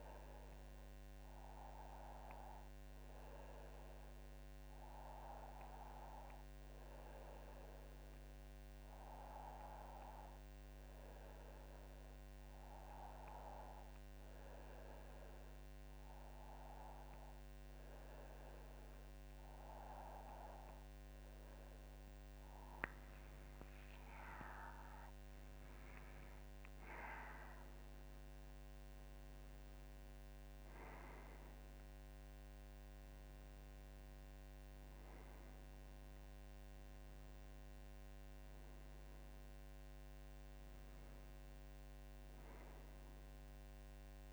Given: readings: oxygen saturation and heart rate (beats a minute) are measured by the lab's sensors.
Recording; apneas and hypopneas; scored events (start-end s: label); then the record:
breathing in sleep by a microphone on the trachea; none
none scored
From the record:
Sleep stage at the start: N2 (light sleep); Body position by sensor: on the back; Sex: female